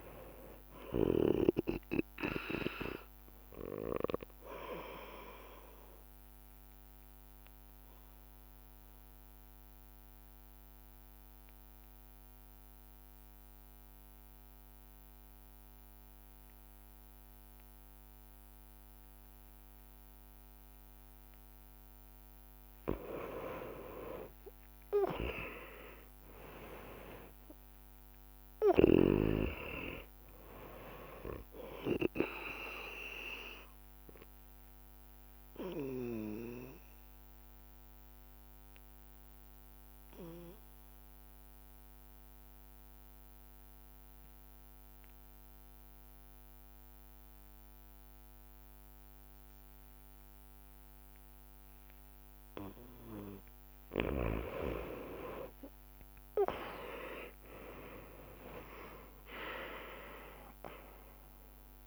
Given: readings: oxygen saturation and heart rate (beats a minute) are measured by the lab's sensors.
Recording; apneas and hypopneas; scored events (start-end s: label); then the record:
breathing in sleep by a microphone on the trachea; 2
0.00-20.50 s: oxygen desaturation (device-marked, oxygen 91% lowest)
7.50-22.00 s: obstructive apnea (oxygen 99% before, 91% lowest)
25.00-28.50 s: arousal
29.50-48.50 s: oxygen desaturation (device-marked, oxygen 99% before, 93% lowest)
33.50-53.00 s: obstructive apnea (oxygen 99% before, 91% lowest)
55.50-59.50 s: arousal
56.50-61.87 s: oxygen desaturation (device-marked, oxygen 99% before, 92% lowest)
From the record:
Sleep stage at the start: N2 (light sleep); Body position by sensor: on the back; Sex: male